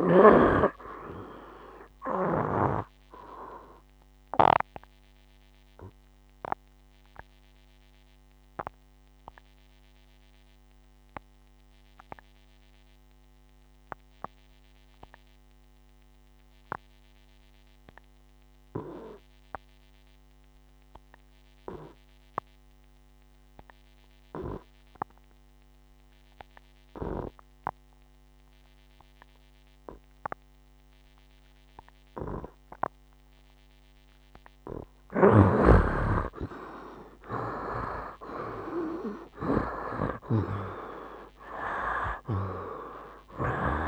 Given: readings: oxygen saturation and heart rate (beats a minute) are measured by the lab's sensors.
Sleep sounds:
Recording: breathing in sleep by a microphone on the trachea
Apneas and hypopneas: 1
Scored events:
1.00-10.00 s: oxygen desaturation (device-marked, oxygen 93% before, 85% lowest, heart rate 63 before, 56 extreme)
3.50-33.50 s: obstructive apnea (oxygen 93% before, 74% lowest, heart rate 64 before, 56 extreme, up 15 after)
12.00-26.00 s: oxygen desaturation (device-marked, oxygen 87% before, 76% lowest, heart rate 70 before, 56 extreme)
31.00-43.88 s: oxygen desaturation (device-marked, oxygen 96% before, 74% lowest, heart rate 60 before, 58 extreme)
36.50-40.50 s: arousal
From the record:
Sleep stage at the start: N2 (light sleep)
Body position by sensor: on the right side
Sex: male

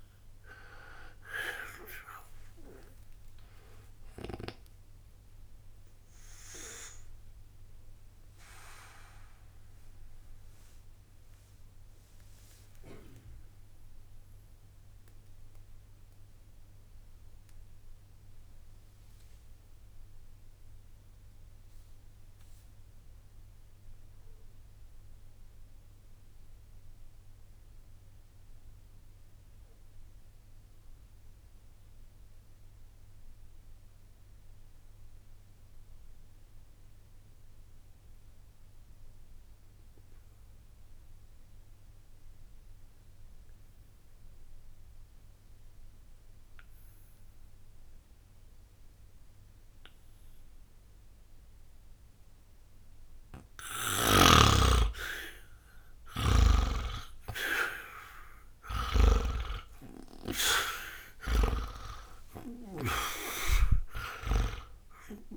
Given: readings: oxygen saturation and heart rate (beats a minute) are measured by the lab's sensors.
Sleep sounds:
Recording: breathing in sleep by a room microphone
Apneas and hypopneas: 1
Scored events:
0.00-26.00 s: oxygen desaturation (device-marked, oxygen 77% lowest, heart rate 60 extreme)
6.00-53.00 s: obstructive apnea (oxygen 95% before, 76% lowest, heart rate 103 before, 60 extreme, up 10 after)
45.00-65.37 s: oxygen desaturation (device-marked, oxygen 99% before, 76% lowest, heart rate 60 before, 59 extreme)
56.50-61.00 s: arousal
From the record:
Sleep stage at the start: N2 (light sleep)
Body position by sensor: on the back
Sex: male

